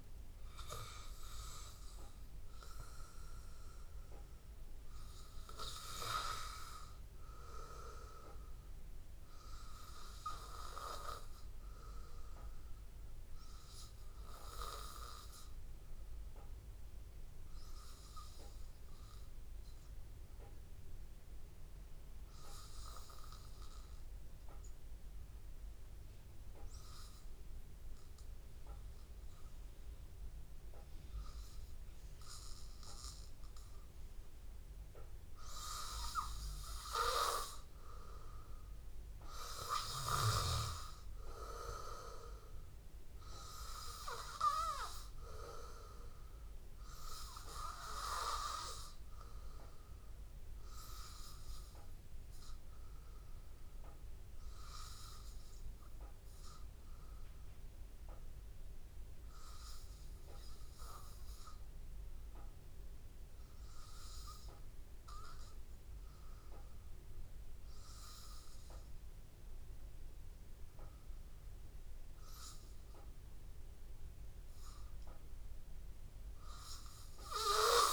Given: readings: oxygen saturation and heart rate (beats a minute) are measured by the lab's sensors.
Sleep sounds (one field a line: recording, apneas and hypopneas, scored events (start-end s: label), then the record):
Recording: breathing in sleep by a room microphone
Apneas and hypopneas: 2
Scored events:
6.00-9.00 s: arousal
10.50-32.00 s: obstructive apnea (oxygen 97% before, 93% lowest, heart rate 84 before, 82 extreme, up 1 after)
32.00-60.00 s: oxygen desaturation (device-marked, oxygen 96% before, 93% lowest, heart rate 82 before, 83 extreme)
34.00-37.50 s: arousal
53.50-71.50 s: obstructive apnea (oxygen 96% before, 93% lowest, heart rate 83 before, 83 extreme, up 0 after)
From the record:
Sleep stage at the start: N2 (light sleep)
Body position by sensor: on the back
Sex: male